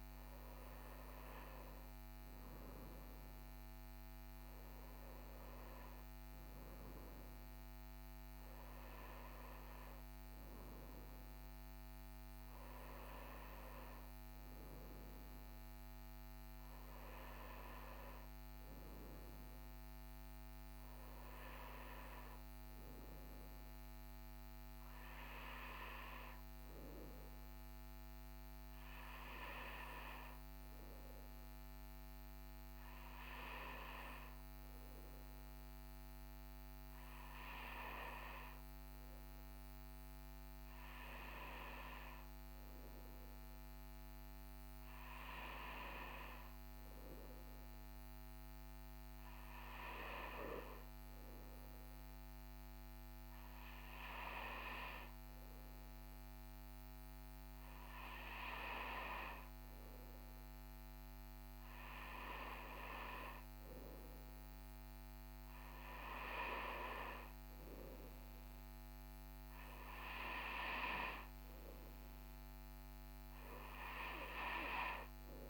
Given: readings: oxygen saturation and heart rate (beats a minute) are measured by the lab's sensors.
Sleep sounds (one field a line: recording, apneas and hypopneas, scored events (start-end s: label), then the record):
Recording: breathing in sleep by a microphone on the trachea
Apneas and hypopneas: none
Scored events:
60.00-75.50 s: new sleep stage, N2 (light sleep)
From the record:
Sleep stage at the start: N1 (lightest sleep)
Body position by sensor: on the right side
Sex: male